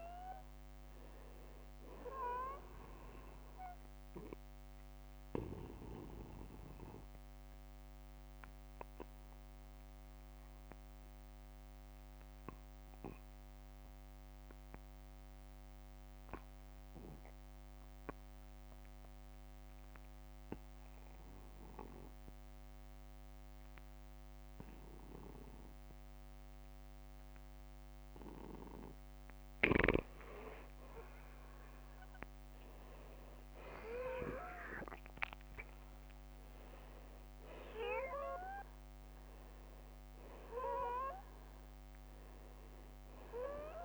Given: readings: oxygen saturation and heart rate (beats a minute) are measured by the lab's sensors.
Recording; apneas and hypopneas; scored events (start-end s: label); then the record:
breathing in sleep by a microphone on the trachea; 1
5.00-28.00 s: obstructive apnea (oxygen 96% before, 84% lowest, heart rate 57 before, 52 extreme, up 7 after)
12.00-14.00 s: long interval between heartbeats (device-marked, heart rate 58 before, 53 extreme)
12.00-28.00 s: oxygen desaturation (device-marked, oxygen 95% before, 87% lowest, heart rate 58 before, 52 extreme)
30.50-36.00 s: arousal
From the record:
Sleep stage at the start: N2 (light sleep); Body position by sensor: on the back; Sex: male